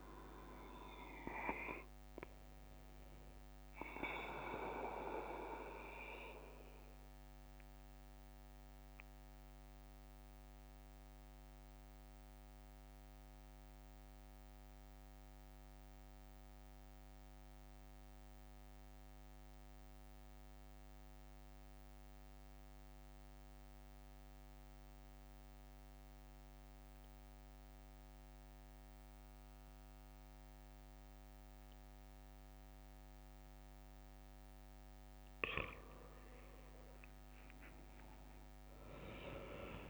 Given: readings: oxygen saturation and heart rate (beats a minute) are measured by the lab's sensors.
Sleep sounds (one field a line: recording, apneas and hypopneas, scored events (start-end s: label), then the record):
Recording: breathing in sleep by a microphone on the trachea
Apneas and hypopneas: 1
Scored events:
0.00-10.00 s: oxygen desaturation (device-marked, oxygen 90% lowest, heart rate 63 extreme)
5.00-35.00 s: obstructive apnea (oxygen 94% before, 91% lowest, heart rate 67 before, 61 extreme, up 7 after)
33.00-39.90 s: oxygen desaturation (device-marked, oxygen 98% before, 92% lowest, heart rate 64 before, 61 extreme)
37.50-39.90 s: arousal
From the record:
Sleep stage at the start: N2 (light sleep)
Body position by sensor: on the back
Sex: male